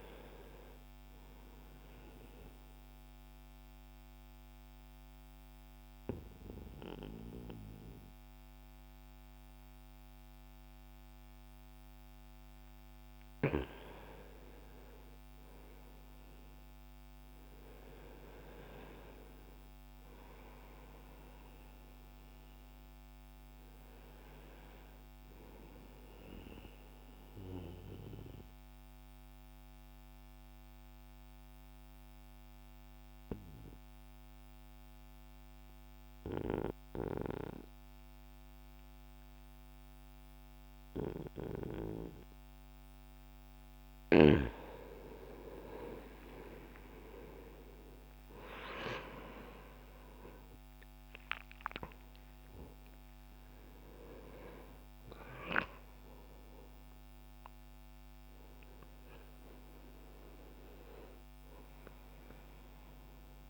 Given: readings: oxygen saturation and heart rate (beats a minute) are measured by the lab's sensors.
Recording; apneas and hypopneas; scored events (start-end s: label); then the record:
breathing in sleep by a microphone on the trachea; 2
0.00-7.50 s: oxygen desaturation (device-marked, oxygen 90% lowest, heart rate 60 extreme)
2.00-13.00 s: obstructive apnea (oxygen 95% before, 86% lowest, heart rate 63 before, 60 extreme, up 5 after)
15.00-20.50 s: arousal
21.50-38.50 s: oxygen desaturation (device-marked, oxygen 93% before, 87% lowest, heart rate 62 before, 61 extreme)
27.00-43.50 s: obstructive apnea (oxygen 93% before, 86% lowest, heart rate 62 before, 61 extreme, up 2 after)
45.50-51.00 s: arousal
46.50-63.50 s: oxygen desaturation (device-marked, oxygen 96% before, 86% lowest, heart rate 63 before, 61 extreme)
From the record:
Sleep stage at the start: N2 (light sleep); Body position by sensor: on the right side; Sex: male